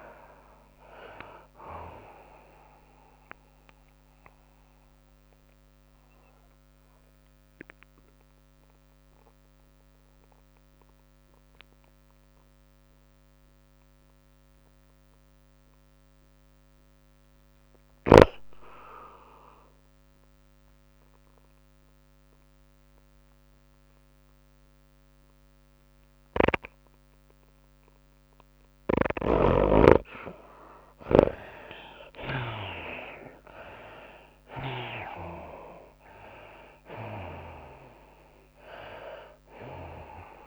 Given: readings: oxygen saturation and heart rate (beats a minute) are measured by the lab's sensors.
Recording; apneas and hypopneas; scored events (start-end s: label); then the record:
breathing in sleep by a microphone on the trachea; 1
0.00-10.50 s: drop in pulse transit time (device-marked, heart rate 103 extreme)
0.00-10.50 s: tachycardia (device-marked, heart rate 116 extreme)
0.00-14.50 s: oxygen desaturation (device-marked, oxygen 60% lowest, heart rate 91 extreme)
4.50-28.00 s: mixed apnea (oxygen 80% before, 60% lowest, heart rate 102 before, 100 extreme, up 5 after)
10.50-12.50 s: long interval between heartbeats (device-marked, heart rate 108 before, 103 extreme)
14.50-40.47 s: tachycardia (device-marked, heart rate 105 before, 115 extreme)
19.50-40.47 s: oxygen desaturation (device-marked, oxygen 99% before, 71% lowest, heart rate 110 before, 101 extreme)
33.50-38.00 s: arousal
35.50-40.47 s: drop in pulse transit time (device-marked, heart rate 106 before, 110 extreme)
From the record:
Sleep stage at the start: N2 (light sleep); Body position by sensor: on the back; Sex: female